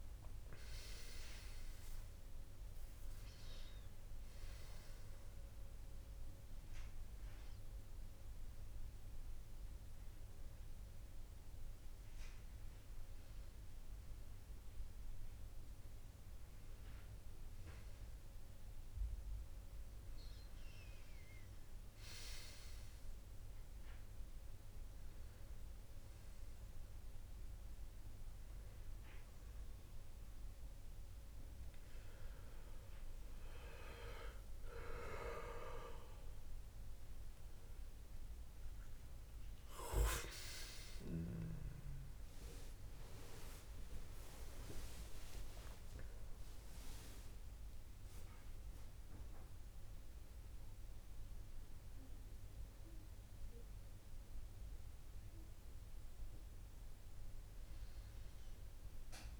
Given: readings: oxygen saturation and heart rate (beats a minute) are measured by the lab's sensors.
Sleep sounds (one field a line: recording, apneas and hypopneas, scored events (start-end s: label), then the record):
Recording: breathing in sleep by a room microphone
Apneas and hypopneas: none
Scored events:
0.00-4.00 s: arousal
36.50-42.00 s: arousal
From the record:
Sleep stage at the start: N2 (light sleep)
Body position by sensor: on the back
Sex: male